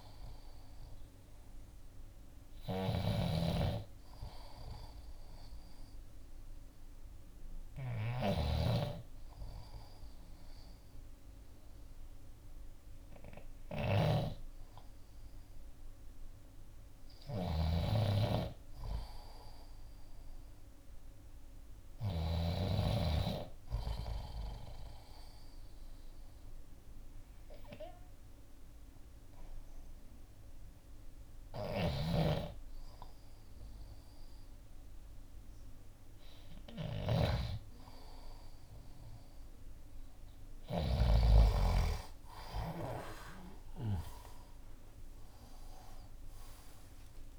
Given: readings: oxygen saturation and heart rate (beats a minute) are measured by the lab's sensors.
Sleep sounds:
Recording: breathing in sleep by a room microphone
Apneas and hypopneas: 1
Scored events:
0.00-22.50 s: snoring (device-marked)
12.00-24.00 s: oxygen desaturation (device-marked, oxygen 93% before, 90% lowest, heart rate 60 before, 59 extreme)
25.00-37.50 s: mixed apnea (oxygen 93% before, 91% lowest, heart rate 61 before, 59 extreme, up 7 after)
31.50-41.00 s: snoring (device-marked)
42.00-46.00 s: arousal
43.00-47.39 s: drop in pulse transit time (device-marked, heart rate 61 before, 65 extreme)
From the record:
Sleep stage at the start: N2 (light sleep)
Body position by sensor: on the left side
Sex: male

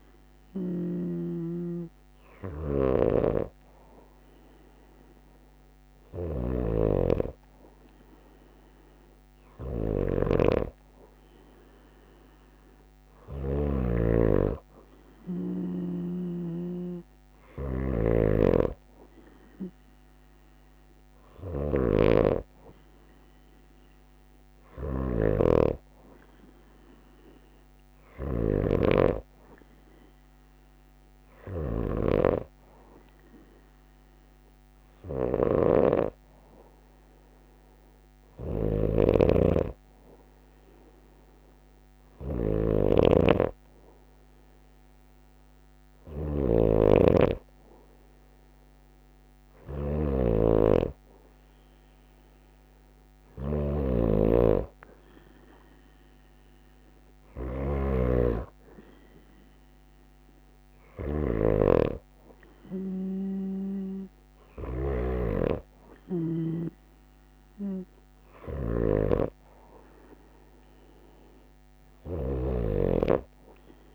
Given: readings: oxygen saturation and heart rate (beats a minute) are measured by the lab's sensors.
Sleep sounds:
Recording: breathing in sleep by a microphone on the trachea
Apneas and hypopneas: none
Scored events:
21.00-28.00 s: snoring (device-marked)
38.00-53.50 s: snoring (device-marked)
71.50-73.95 s: snoring (device-marked)
From the record:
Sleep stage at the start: N2 (light sleep)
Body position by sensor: on the right side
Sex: female

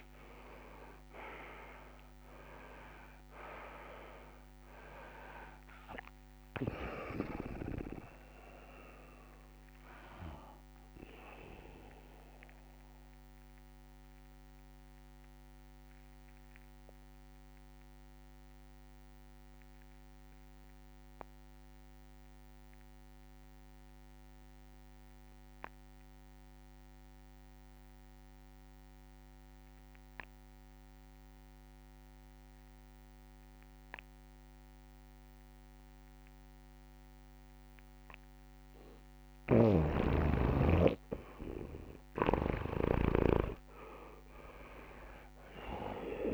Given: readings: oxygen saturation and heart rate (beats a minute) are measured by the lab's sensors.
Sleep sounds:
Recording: breathing in sleep by a microphone on the trachea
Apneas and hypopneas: 1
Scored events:
0.00-1.50 s: arousal
1.50-3.50 s: long interval between heartbeats (device-marked, heart rate 85 before, 107 extreme)
1.50-24.50 s: oxygen desaturation (device-marked, oxygen 95% before, 82% lowest, heart rate 85 before, 69 extreme)
12.00-40.00 s: mixed apnea (oxygen 95% before, 82% lowest, heart rate 93 before, 69 extreme, up 27 after)
32.50-34.50 s: long interval between heartbeats (device-marked, heart rate 73 before, 80 extreme)
34.50-46.33 s: oxygen desaturation (device-marked, oxygen 100% before, 85% lowest, heart rate 74 before, 67 extreme)
39.00-46.33 s: snoring (device-marked)
43.50-45.50 s: long interval between heartbeats (device-marked, heart rate 76 before, 89 extreme)
44.50-46.33 s: arousal
From the record:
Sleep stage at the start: N2 (light sleep)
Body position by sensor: on the back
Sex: male

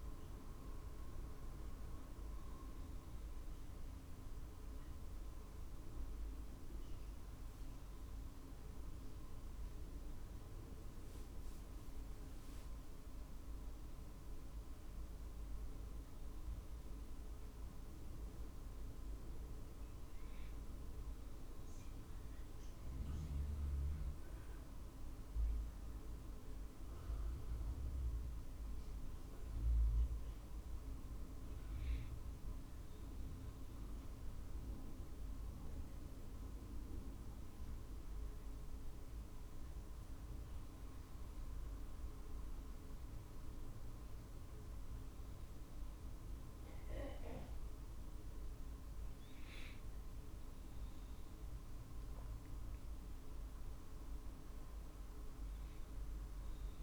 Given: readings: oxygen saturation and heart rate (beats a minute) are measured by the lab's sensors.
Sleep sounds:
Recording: breathing in sleep, hard to hear, by a room microphone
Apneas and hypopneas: none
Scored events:
45.00-47.00 s: long interval between heartbeats (device-marked, heart rate 51 before, 58 extreme)
47.50-51.50 s: arousal
From the record:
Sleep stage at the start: N1 (lightest sleep)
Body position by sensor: on the right side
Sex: male

